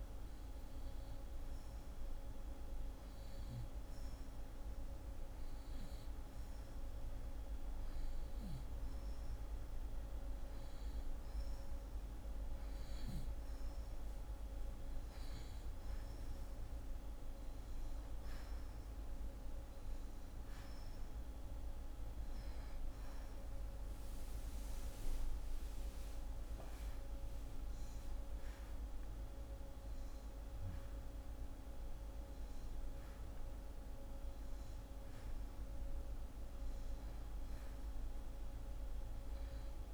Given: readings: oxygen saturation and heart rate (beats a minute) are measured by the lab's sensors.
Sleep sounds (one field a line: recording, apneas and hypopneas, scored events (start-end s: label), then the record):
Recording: breathing in sleep, hard to hear, by a room microphone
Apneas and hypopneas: none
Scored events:
27.00-32.00 s: arousal
From the record:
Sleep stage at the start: N2 (light sleep)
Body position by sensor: on the back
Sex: female